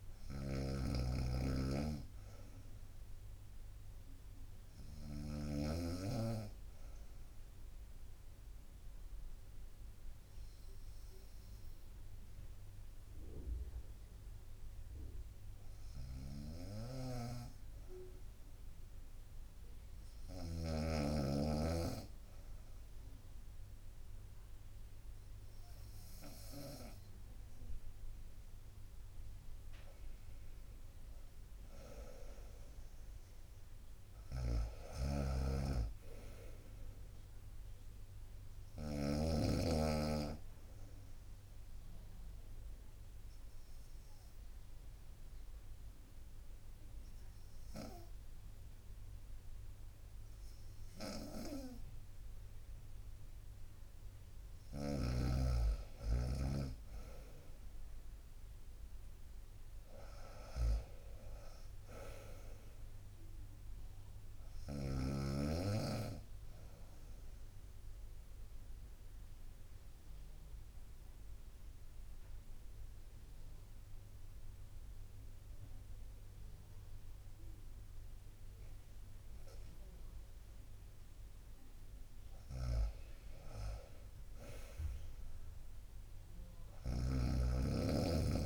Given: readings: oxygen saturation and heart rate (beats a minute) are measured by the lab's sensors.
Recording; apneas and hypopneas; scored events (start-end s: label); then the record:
breathing in sleep by a room microphone; 3
0.00-5.50 s: snoring (device-marked)
6.50-25.50 s: hypopnea (oxygen 96% before, 93% lowest, heart rate 65 before, 62 extreme, up 3 after)
16.00-20.50 s: snoring (device-marked)
27.50-31.50 s: arousal
34.00-39.00 s: snoring (device-marked)
41.00-54.00 s: obstructive apnea (oxygen 96% before, 93% lowest, heart rate 65 before, 59 extreme, up 3 after)
51.00-55.00 s: snoring (device-marked)
56.00-59.00 s: arousal
57.00-69.00 s: drop in pulse transit time (device-marked, heart rate 65 before, 64 extreme)
66.50-80.50 s: obstructive apnea (oxygen 96% before, 93% lowest, heart rate 65 before, 59 extreme, up 8 after)
68.00-71.00 s: bradycardia (device-marked, heart rate 66 before, 60 extreme)
82.50-88.46 s: snoring (device-marked)
83.50-87.00 s: arousal
From the record:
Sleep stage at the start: N2 (light sleep); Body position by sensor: on the right side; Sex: female